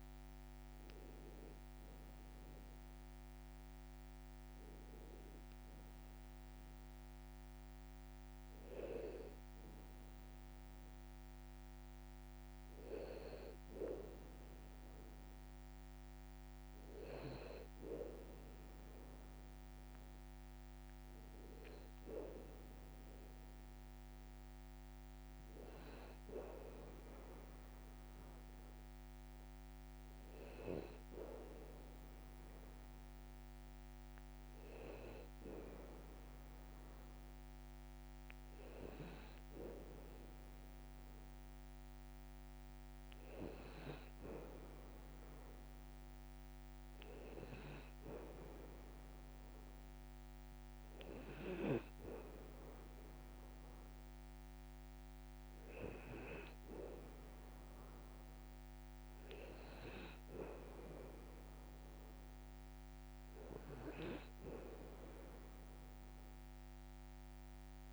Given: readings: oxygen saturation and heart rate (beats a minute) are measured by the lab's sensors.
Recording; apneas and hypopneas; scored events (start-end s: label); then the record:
breathing in sleep by a microphone on the trachea; none
17.50-19.50 s: long interval between heartbeats (device-marked, heart rate 58 before, 59 extreme)
From the record:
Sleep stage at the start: N2 (light sleep); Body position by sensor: on the back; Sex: male